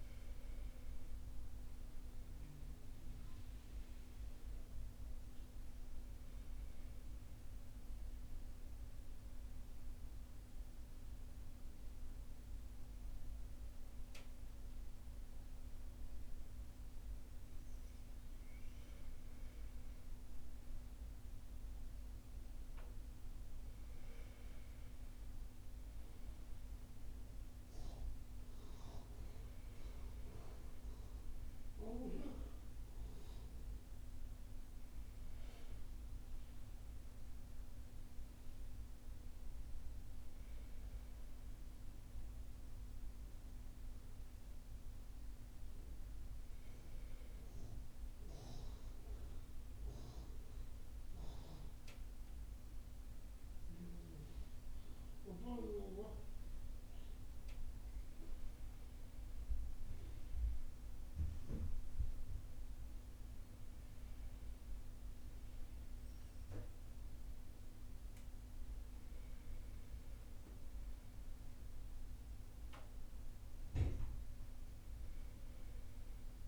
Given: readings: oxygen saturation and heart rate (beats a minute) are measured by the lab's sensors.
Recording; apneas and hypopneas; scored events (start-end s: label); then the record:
breathing in sleep, hard to hear, by a room microphone; 2
0.00-4.50 s: oxygen desaturation (device-marked, oxygen 93% lowest, heart rate 56 extreme)
8.00-20.50 s: central apnea (oxygen 97% before, 94% lowest, heart rate 62 before, 56 extreme, up 5 after)
21.00-25.00 s: arousal
27.50-40.50 s: oxygen desaturation (device-marked, oxygen 97% before, 94% lowest, heart rate 58 before, 55 extreme)
47.50-58.00 s: central apnea (oxygen 97% before, 94% lowest, heart rate 61 before, 55 extreme, up 6 after)
60.50-65.50 s: arousal
66.50-76.48 s: oxygen desaturation (device-marked, oxygen 97% before, 94% lowest, heart rate 58 before, 58 extreme)
From the record:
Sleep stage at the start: N1 (lightest sleep); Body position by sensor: on the back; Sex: male